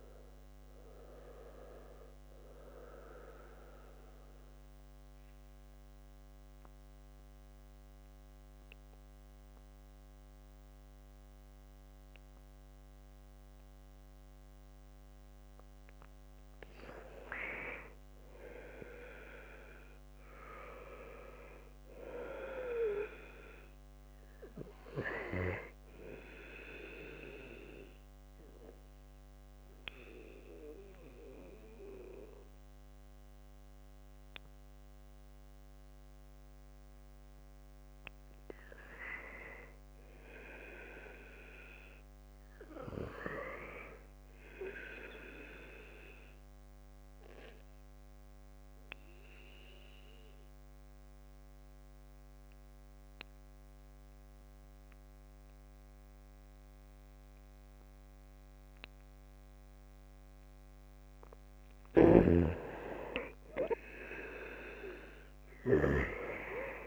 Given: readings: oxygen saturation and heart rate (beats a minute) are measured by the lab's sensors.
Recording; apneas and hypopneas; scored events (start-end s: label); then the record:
breathing in sleep by a microphone on the trachea; 3
0.50-14.50 s: oxygen desaturation (device-marked, oxygen 95% before, 90% lowest, heart rate 64 before, 63 extreme)
3.50-16.00 s: obstructive apnea (oxygen 95% before, 87% lowest, heart rate 64 before, 63 extreme, up 4 after)
19.50-22.50 s: arousal
21.50-37.50 s: oxygen desaturation (device-marked, oxygen 95% before, 89% lowest, heart rate 65 before, 61 extreme)
27.00-37.00 s: obstructive apnea (oxygen 95% before, 86% lowest, heart rate 65 before, 61 extreme, up 4 after)
38.50-41.50 s: arousal
45.50-60.50 s: oxygen desaturation (device-marked, oxygen 96% before, 92% lowest, heart rate 65 before, 61 extreme)
46.00-59.50 s: obstructive apnea (oxygen 96% before, 83% lowest, heart rate 65 before, 61 extreme, up 6 after)
60.50-64.50 s: arousal
62.50-66.87 s: oxygen desaturation (device-marked, oxygen 95% before, 86% lowest, heart rate 63 before, 61 extreme)
From the record:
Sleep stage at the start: N2 (light sleep); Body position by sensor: on the back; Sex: male